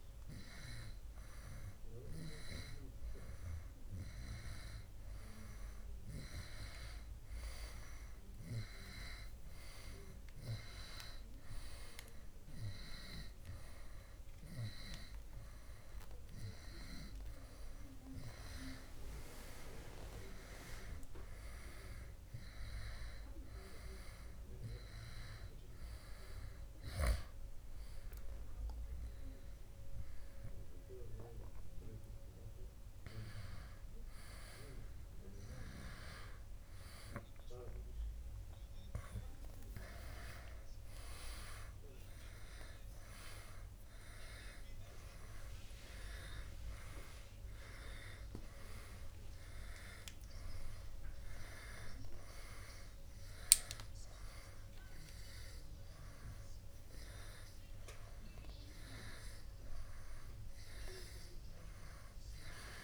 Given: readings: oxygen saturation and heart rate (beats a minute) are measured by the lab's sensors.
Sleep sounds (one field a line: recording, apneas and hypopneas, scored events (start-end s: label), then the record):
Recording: breathing in sleep by a room microphone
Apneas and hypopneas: none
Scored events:
none scored
From the record:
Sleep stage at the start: N2 (light sleep)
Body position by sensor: on the back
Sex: male